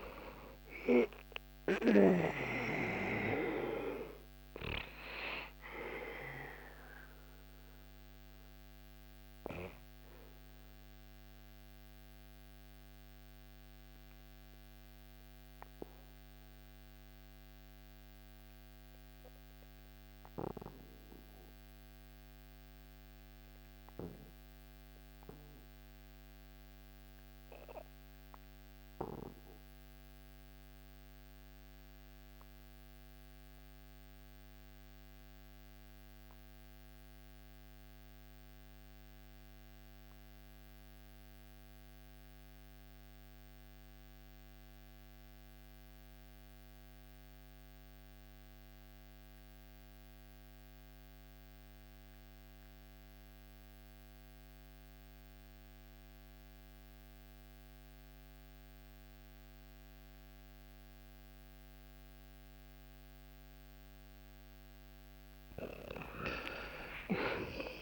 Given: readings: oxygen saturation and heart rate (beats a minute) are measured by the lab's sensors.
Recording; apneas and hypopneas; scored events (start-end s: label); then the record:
breathing in sleep by a microphone on the trachea; 1
0.00-18.50 s: oxygen desaturation (device-marked, oxygen 80% lowest, heart rate 67 extreme)
4.50-63.50 s: obstructive apnea (oxygen 96% before, 68% lowest, heart rate 77 before, 63 extreme, up 18 after)
29.50-67.82 s: oxygen desaturation (device-marked, oxygen 100% before, 68% lowest, heart rate 82 before, 63 extreme)
65.00-67.82 s: arousal
From the record:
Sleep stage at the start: REM sleep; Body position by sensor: on the back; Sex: male